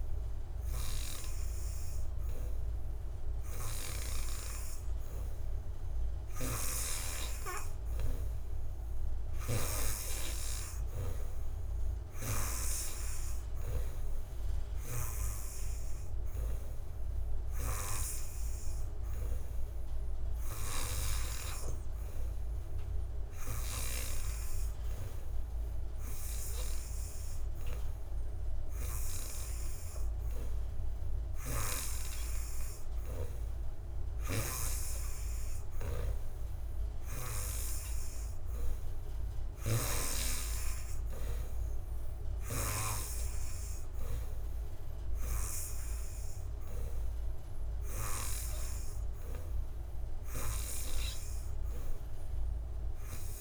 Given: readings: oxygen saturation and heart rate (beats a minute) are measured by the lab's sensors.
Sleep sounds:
breathing in sleep by a room microphone; none
none scored
From the record:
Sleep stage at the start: N3 (deep sleep); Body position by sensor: on the back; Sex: male

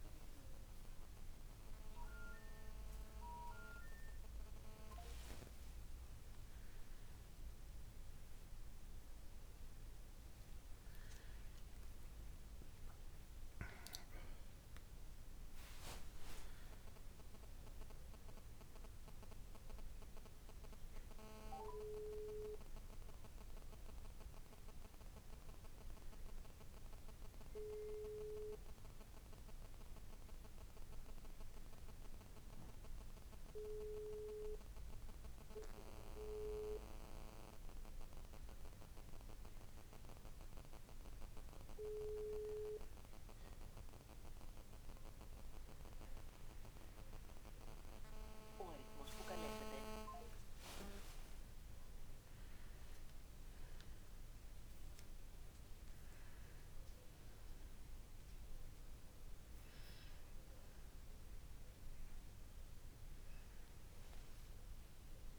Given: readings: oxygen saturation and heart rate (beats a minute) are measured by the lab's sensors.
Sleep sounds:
a person awake in a sleep study, by a room microphone; none
none scored
From the record:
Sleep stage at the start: awake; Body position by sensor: on the back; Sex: male

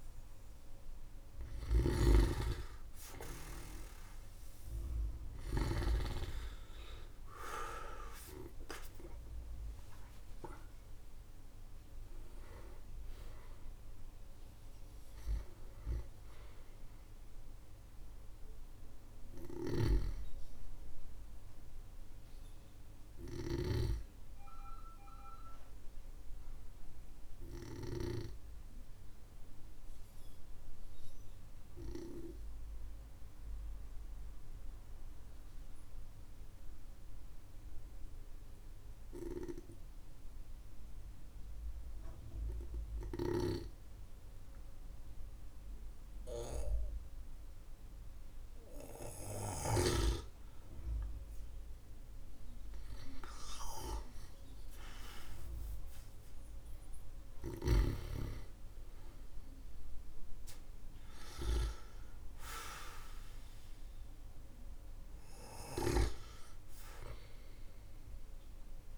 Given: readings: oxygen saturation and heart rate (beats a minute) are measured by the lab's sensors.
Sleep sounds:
breathing in sleep by a room microphone; 1
0.00-1.50 s: arousal
0.00-5.50 s: snoring (device-marked)
0.00-42.00 s: oxygen desaturation (device-marked, oxygen 92% lowest, heart rate 44 extreme)
19.00-23.50 s: snoring (device-marked)
25.50-50.00 s: obstructive apnea (oxygen 98% before, 92% lowest, heart rate 59 before, 43 extreme, up 3 after)
52.50-57.50 s: arousal
62.00-68.98 s: oxygen desaturation (device-marked, oxygen 99% before, 94% lowest, heart rate 59 before, 43 extreme)
From the record:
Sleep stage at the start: N2 (light sleep); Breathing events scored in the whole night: 324 in 5.7 hours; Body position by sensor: on the back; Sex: male

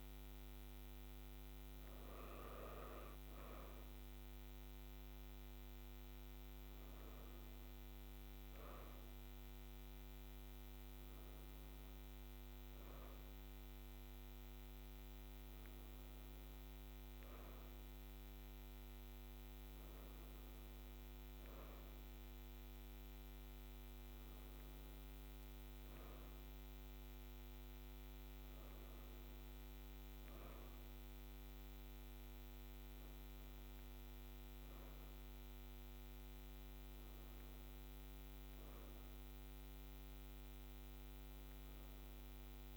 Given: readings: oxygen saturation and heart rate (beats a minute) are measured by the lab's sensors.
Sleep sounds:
breathing in sleep, hard to hear, by a microphone on the trachea; none
none scored
From the record:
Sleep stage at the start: N2 (light sleep); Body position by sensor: on the right side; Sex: female

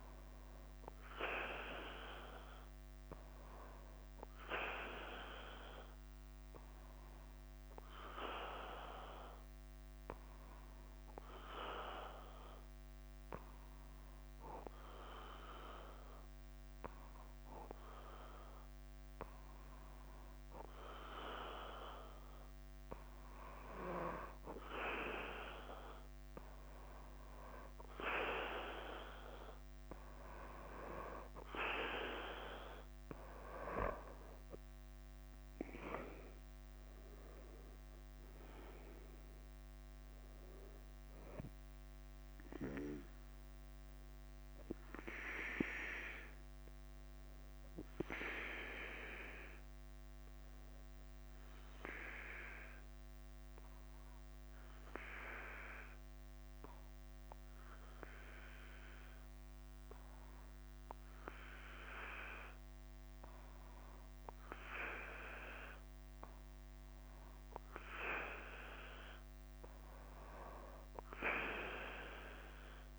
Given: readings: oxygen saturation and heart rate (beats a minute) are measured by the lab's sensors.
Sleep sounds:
breathing in sleep by a microphone on the trachea; 2
0.00-72.99 s: bradycardia (device-marked, heart rate 44 extreme)
7.00-22.50 s: obstructive apnea (oxygen 98% before, 94% lowest, heart rate 50 before, 48 extreme, up 3 after)
35.00-39.50 s: arousal
49.50-66.50 s: hypopnea (oxygen 97% before, 95% lowest, heart rate 53 before, 44 extreme, up 11 after)
68.00-71.50 s: arousal
From the record:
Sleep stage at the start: N2 (light sleep); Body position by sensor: on the back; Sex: male

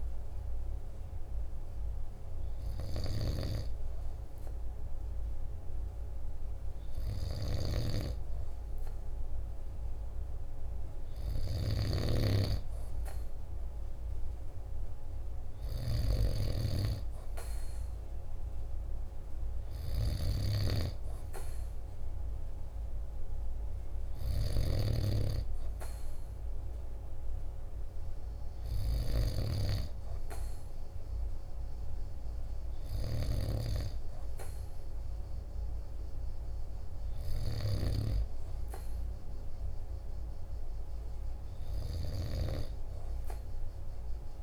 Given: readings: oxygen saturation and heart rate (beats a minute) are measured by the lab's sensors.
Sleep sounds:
breathing in sleep by a room microphone; none
7.00-29.00 s: snoring (device-marked)
41.50-44.43 s: snoring (device-marked)
From the record:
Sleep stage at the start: N2 (light sleep); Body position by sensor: on the right side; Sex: male

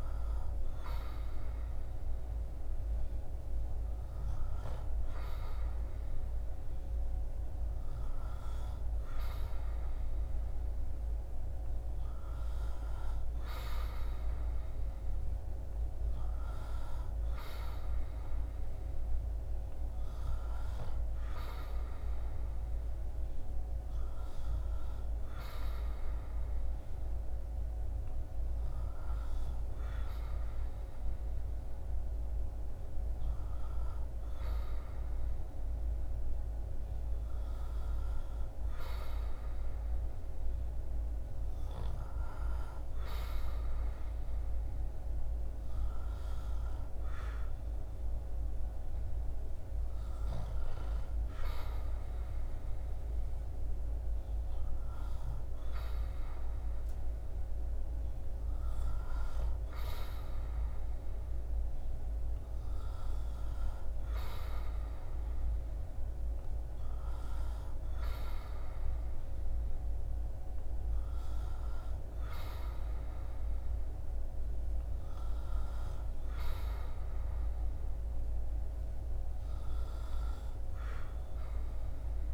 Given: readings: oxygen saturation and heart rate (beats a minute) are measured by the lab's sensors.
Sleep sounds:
breathing in sleep, hard to hear, by a room microphone; none
none scored
From the record:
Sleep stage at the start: N2 (light sleep); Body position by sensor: on the back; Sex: male

